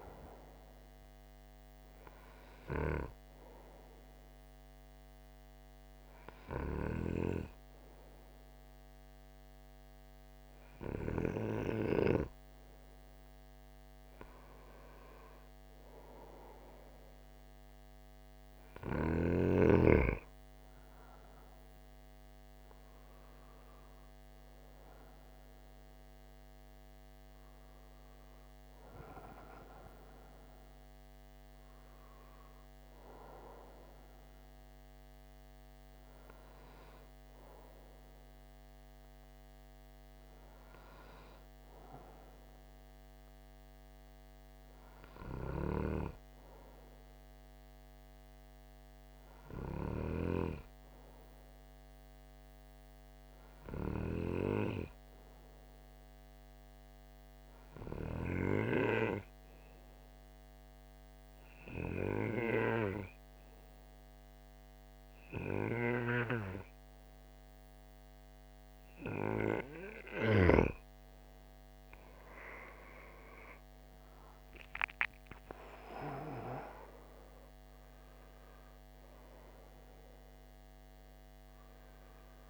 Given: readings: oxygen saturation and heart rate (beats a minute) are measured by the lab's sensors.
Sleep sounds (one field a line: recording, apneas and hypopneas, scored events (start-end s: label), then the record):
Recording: breathing in sleep by a microphone on the trachea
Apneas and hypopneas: 2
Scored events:
1.50-15.50 s: hypopnea (oxygen 96% before, 92% lowest)
18.50-22.50 s: arousal
57.00-69.50 s: obstructive apnea (oxygen 95% before, 90% lowest)
69.00-82.50 s: oxygen desaturation (device-marked, oxygen 95% before, 90% lowest)
72.50-76.00 s: arousal
From the record:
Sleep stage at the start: N2 (light sleep)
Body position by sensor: on the right side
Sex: male